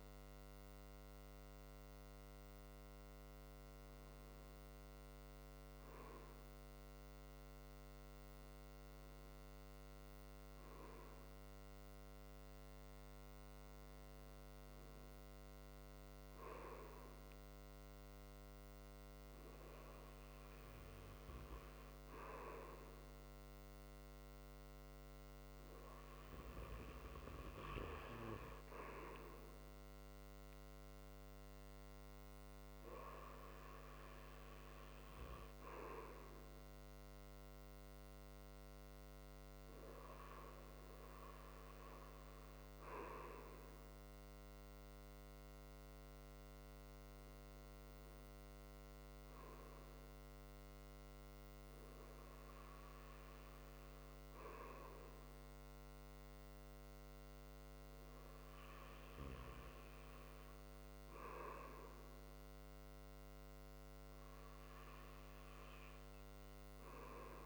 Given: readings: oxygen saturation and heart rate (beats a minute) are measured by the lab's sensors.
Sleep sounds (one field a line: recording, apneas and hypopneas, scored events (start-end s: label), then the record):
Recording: breathing in sleep by a microphone on the trachea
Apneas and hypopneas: none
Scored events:
none scored
From the record:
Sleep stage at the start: REM sleep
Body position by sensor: on the right side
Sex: male